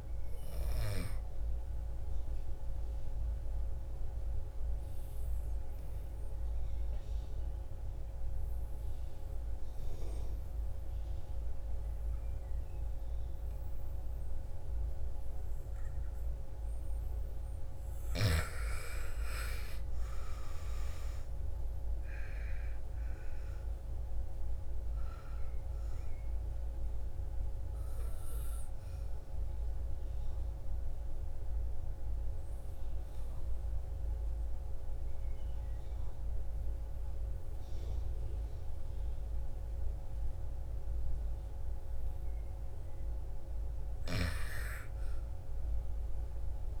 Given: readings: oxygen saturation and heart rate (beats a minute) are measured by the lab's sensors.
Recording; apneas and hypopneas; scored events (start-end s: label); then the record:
breathing in sleep by a room microphone; 2
0.00-9.50 s: oxygen desaturation (device-marked, oxygen 93% lowest, heart rate 54 extreme)
1.50-16.50 s: obstructive apnea (oxygen 98% before, 87% lowest, heart rate 60 before, 54 extreme, up 15 after)
17.50-21.50 s: arousal
20.50-44.50 s: oxygen desaturation (device-marked, oxygen 98% before, 87% lowest, heart rate 57 before, 55 extreme)
28.50-42.00 s: obstructive apnea (oxygen 98% before, 87% lowest, heart rate 60 before, 55 extreme, up 7 after)
43.50-46.50 s: arousal
From the record:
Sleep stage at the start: N2 (light sleep); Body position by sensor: on the back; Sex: female